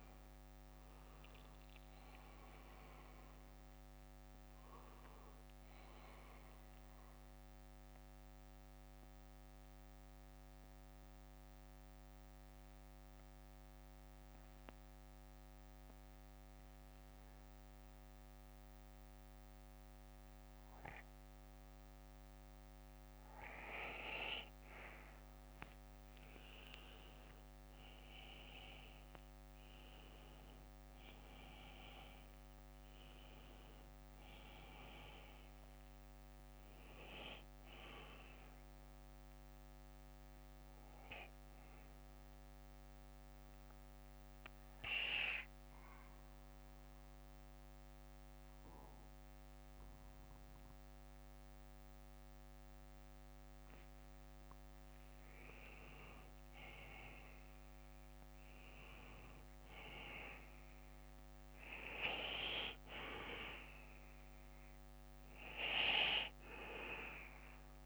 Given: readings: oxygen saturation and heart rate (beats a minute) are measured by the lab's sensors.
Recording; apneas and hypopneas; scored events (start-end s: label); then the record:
breathing in sleep by a microphone on the trachea; 2
0.00-6.00 s: oxygen desaturation (device-marked, oxygen 93% lowest, heart rate 50 extreme)
6.00-25.00 s: bradycardia (device-marked, heart rate 61 before, 50 extreme)
10.00-26.50 s: mixed apnea (oxygen 97% before, 93% lowest, heart rate 63 before, 54 extreme, up 15 after)
27.50-31.50 s: arousal
34.00-53.00 s: bradycardia (device-marked, heart rate 61 before, 55 extreme)
39.00-58.00 s: oxygen desaturation (device-marked, oxygen 97% before, 93% lowest, heart rate 60 before, 52 extreme)
40.50-55.00 s: mixed apnea (oxygen 97% before, 92% lowest, heart rate 61 before, 53 extreme, up 14 after)
57.50-62.00 s: arousal
61.00-67.00 s: bradycardia (device-marked, heart rate 61 before, 53 extreme)
From the record:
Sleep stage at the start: N2 (light sleep); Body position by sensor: on the back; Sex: male